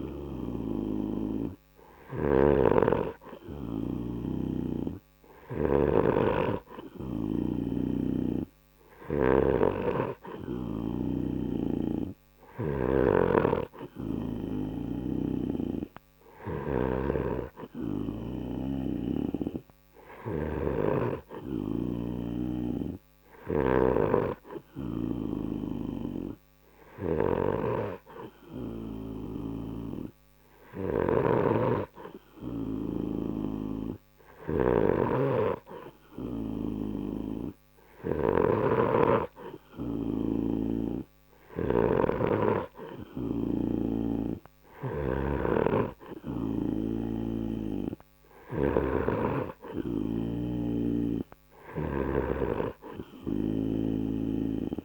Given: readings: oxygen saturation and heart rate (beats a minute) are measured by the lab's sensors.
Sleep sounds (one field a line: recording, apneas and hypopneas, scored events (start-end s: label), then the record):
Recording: breathing in sleep by a microphone on the trachea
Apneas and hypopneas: none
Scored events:
0.00-13.00 s: snoring (device-marked)
15.00-18.50 s: snoring (device-marked)
20.50-24.00 s: snoring (device-marked)
31.00-54.85 s: snoring (device-marked)
From the record:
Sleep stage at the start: N2 (light sleep)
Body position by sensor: on the right side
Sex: male